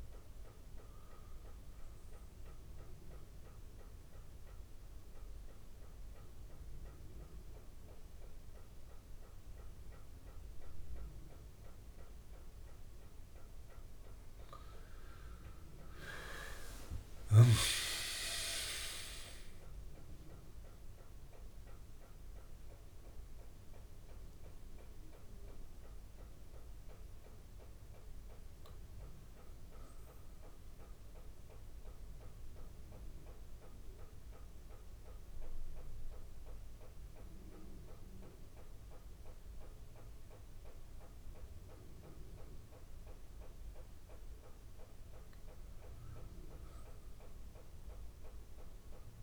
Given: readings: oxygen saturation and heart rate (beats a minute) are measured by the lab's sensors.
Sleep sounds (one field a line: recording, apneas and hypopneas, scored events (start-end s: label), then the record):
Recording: breathing in sleep by a room microphone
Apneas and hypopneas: 2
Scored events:
3.00-13.50 s: mixed apnea (oxygen 96% before, 90% lowest, heart rate 68 before, 67 extreme, up 41 after)
15.00-32.00 s: oxygen desaturation (device-marked, oxygen 96% before, 91% lowest, heart rate 68 before, 66 extreme)
16.50-20.50 s: arousal
31.00-43.50 s: central apnea (oxygen 96% before, 84% lowest, heart rate 82 before, 66 extreme, up 3 after)
45.50-49.00 s: arousal
From the record:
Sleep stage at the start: N2 (light sleep)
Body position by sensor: on the back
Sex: male